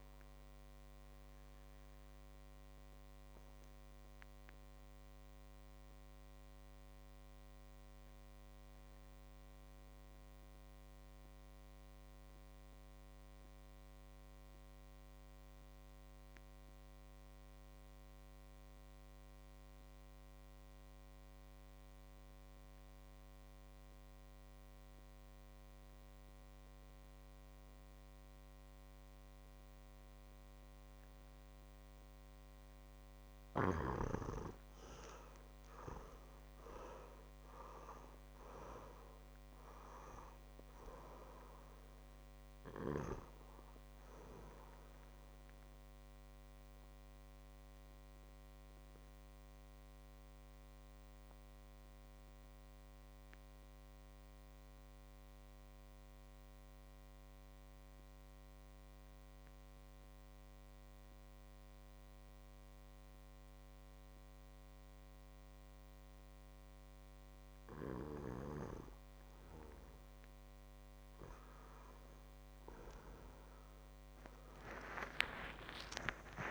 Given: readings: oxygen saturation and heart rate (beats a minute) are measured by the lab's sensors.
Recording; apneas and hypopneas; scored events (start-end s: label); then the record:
breathing in sleep by a microphone on the trachea; 2
0.00-10.00 s: oxygen desaturation (device-marked, oxygen 91% lowest, heart rate 55 extreme)
4.00-32.50 s: mixed apnea (oxygen 100% before, 89% lowest, heart rate 60 before, 53 extreme, up 7 after)
25.00-59.00 s: oxygen desaturation (device-marked, oxygen 99% before, 89% lowest, heart rate 56 before, 53 extreme)
34.50-38.00 s: arousal
45.00-68.50 s: obstructive apnea (oxygen 99% before, 88% lowest, heart rate 61 before, 51 extreme, up 35 after)
71.50-75.50 s: arousal
75.00-76.50 s: oxygen desaturation (device-marked, oxygen 99% before, 94% lowest, heart rate 58 before, 51 extreme)
From the record:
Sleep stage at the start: N2 (light sleep); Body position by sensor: on the back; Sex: male